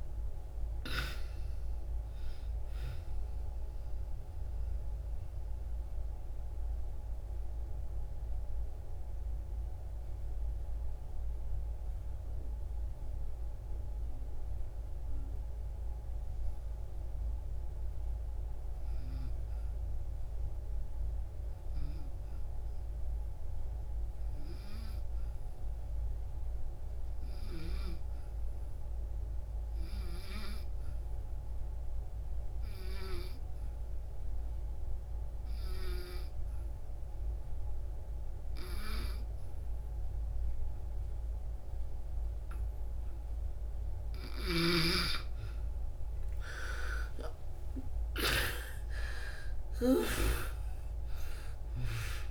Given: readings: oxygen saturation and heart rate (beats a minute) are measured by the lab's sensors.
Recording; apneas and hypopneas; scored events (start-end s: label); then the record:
breathing in sleep by a room microphone; 1
0.00-23.00 s: oxygen desaturation (device-marked, oxygen 76% lowest)
4.50-44.00 s: mixed apnea (oxygen 96% before, 75% lowest)
25.00-52.31 s: oxygen desaturation (device-marked, oxygen 99% before, 75% lowest)
43.50-48.00 s: snoring (device-marked)
46.00-51.00 s: arousal
From the record:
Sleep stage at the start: N2 (light sleep); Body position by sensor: on the back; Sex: female